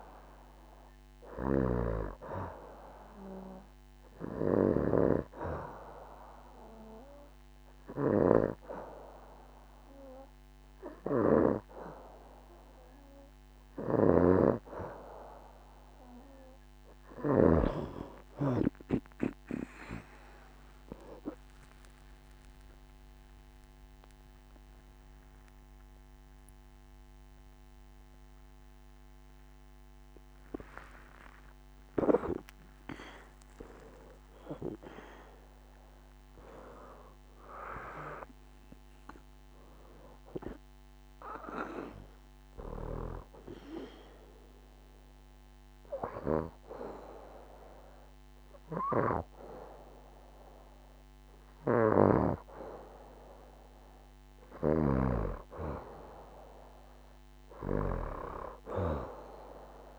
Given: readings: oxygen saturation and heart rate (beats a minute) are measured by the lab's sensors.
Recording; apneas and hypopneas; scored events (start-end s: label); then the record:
breathing in sleep by a microphone on the trachea; 2
0.00-4.50 s: snoring (device-marked)
4.00-15.00 s: hypopnea (oxygen 93% before, 88% lowest, heart rate 69 before, 70 extreme, up 22 after)
13.50-17.00 s: snoring (device-marked)
20.50-27.00 s: arousal
21.50-30.50 s: leg movement (device-marked)
22.00-24.00 s: long interval between heartbeats (device-marked, heart rate 71 before, 92 extreme)
30.00-36.00 s: oxygen desaturation (device-marked, oxygen 93% before, 88% lowest, heart rate 80 before, 64 extreme)
42.00-53.50 s: hypopnea (oxygen 93% before, 89% lowest, heart rate 87 before, 64 extreme, up 3 after)
51.00-59.99 s: snoring (device-marked)
56.00-59.50 s: arousal
From the record:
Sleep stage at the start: N2 (light sleep); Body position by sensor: on the back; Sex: female